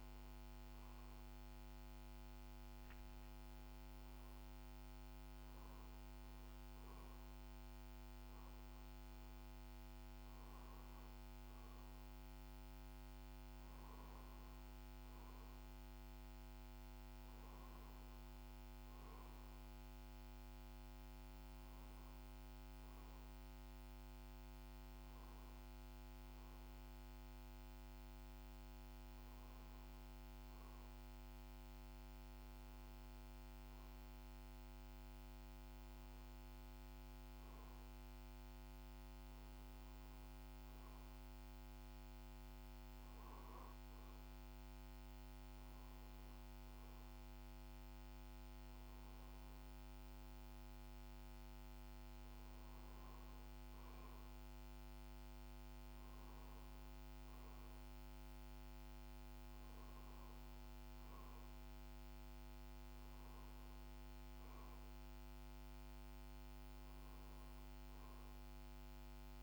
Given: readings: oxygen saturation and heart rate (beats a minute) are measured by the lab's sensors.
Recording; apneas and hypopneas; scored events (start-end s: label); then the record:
breathing in sleep, hard to hear, by a microphone on the trachea; none
none scored
From the record:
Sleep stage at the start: REM sleep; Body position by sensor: on the back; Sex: male